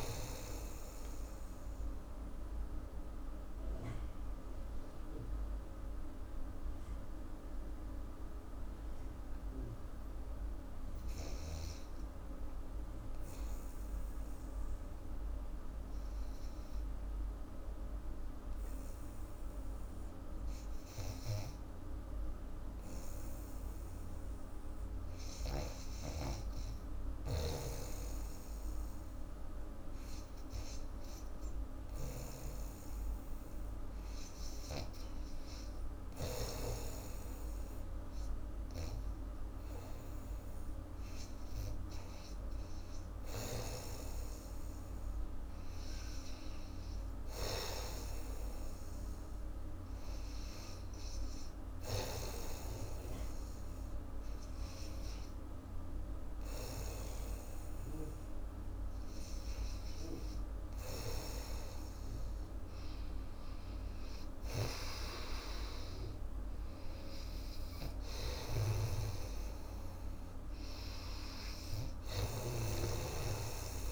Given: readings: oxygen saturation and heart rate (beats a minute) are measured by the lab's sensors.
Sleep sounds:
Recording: breathing in sleep by a room microphone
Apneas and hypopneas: 1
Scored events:
0.50-24.00 s: obstructive apnea (oxygen 96% before, 88% lowest, heart rate 83 before, 57 extreme, up 8 after)
11.50-23.50 s: bradycardia (device-marked, heart rate 82 before, 57 extreme)
25.50-49.50 s: oxygen desaturation (device-marked, oxygen 96% before, 88% lowest, heart rate 62 before, 65 extreme)
26.50-30.00 s: arousal
27.00-36.50 s: snoring (device-marked)
68.00-73.92 s: snoring (device-marked)
From the record:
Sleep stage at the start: N2 (light sleep)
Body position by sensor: on the back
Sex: female

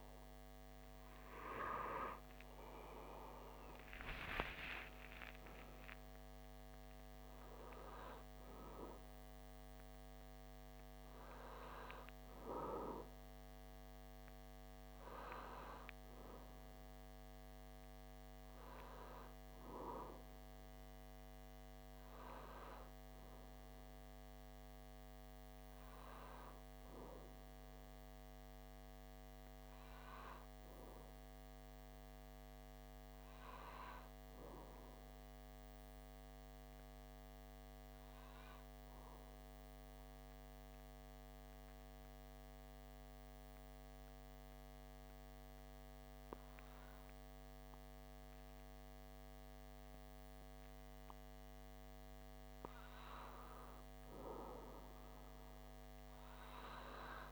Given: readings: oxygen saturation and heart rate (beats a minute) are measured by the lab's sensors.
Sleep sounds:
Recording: breathing in sleep by a microphone on the trachea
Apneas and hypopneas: 1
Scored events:
0.00-3.00 s: arousal
38.00-51.50 s: obstructive apnea (oxygen 97% before, 95% lowest)
55.00-57.32 s: arousal
From the record:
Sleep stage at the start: REM sleep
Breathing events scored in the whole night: 339 in 6.8 hours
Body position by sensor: on the back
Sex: male

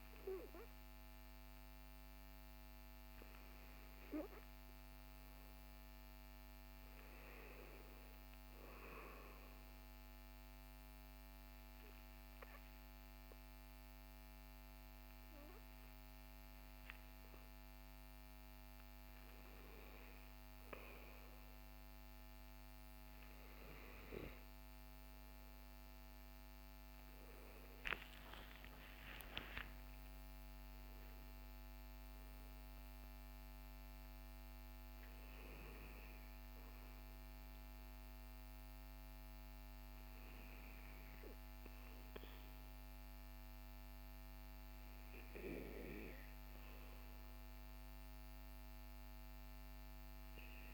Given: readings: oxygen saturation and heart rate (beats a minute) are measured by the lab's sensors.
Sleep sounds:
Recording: breathing in sleep by a microphone on the trachea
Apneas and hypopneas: 1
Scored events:
8.50-18.50 s: obstructive apnea (oxygen 97% before, 95% lowest, heart rate 64 before, 54 extreme, up 5 after)
24.50-29.00 s: arousal
From the record:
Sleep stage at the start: N2 (light sleep)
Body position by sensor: on the back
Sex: male

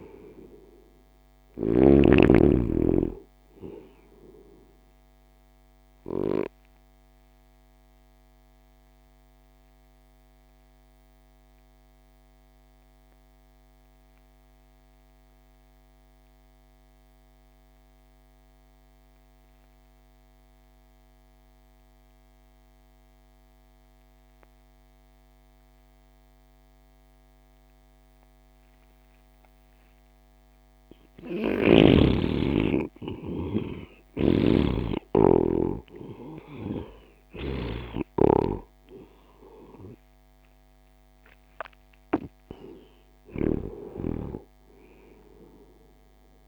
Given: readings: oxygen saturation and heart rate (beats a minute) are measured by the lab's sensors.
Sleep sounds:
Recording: breathing in sleep by a microphone on the trachea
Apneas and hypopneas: 1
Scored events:
0.00-2.50 s: snoring (device-marked)
0.00-14.00 s: oxygen desaturation (device-marked, oxygen 90% lowest)
6.00-31.50 s: obstructive apnea (oxygen 98% before, 84% lowest)
28.00-46.48 s: oxygen desaturation (device-marked, oxygen 98% before, 84% lowest)
31.50-44.00 s: snoring (device-marked)
33.50-38.00 s: arousal
From the record:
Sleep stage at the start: N2 (light sleep)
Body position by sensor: on the back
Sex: male

